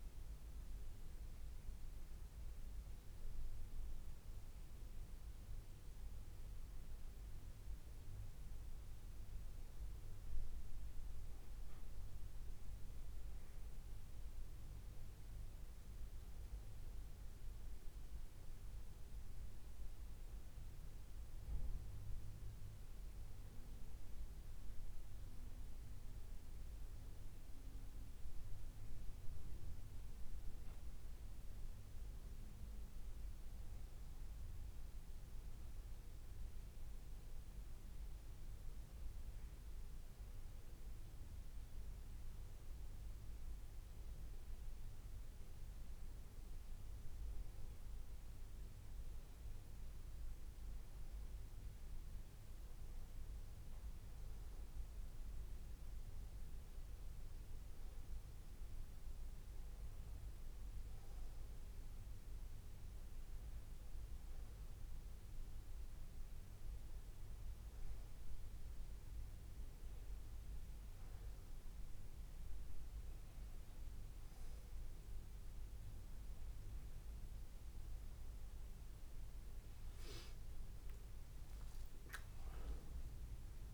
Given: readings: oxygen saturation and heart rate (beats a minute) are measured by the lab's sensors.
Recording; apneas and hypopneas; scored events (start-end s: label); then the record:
breathing in sleep, hard to hear, by a room microphone; none
78.50-81.00 s: arousal
From the record:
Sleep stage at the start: N2 (light sleep); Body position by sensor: on the back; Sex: male